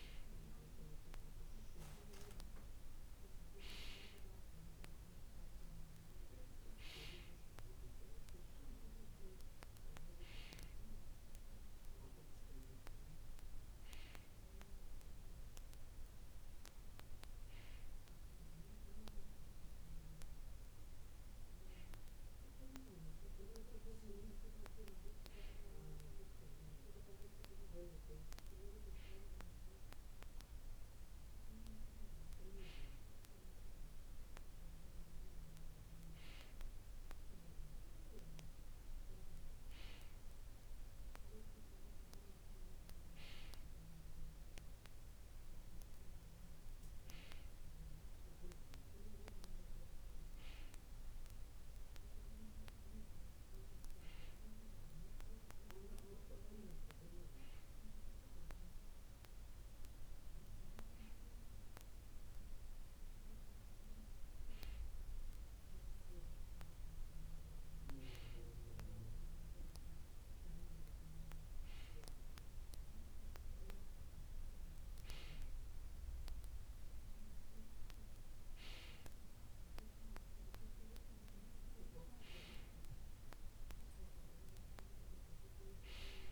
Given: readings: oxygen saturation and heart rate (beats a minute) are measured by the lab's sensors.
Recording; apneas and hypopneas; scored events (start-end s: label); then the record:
breathing in sleep by a room microphone; none
none scored
From the record:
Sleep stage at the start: N2 (light sleep); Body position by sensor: on the back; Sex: male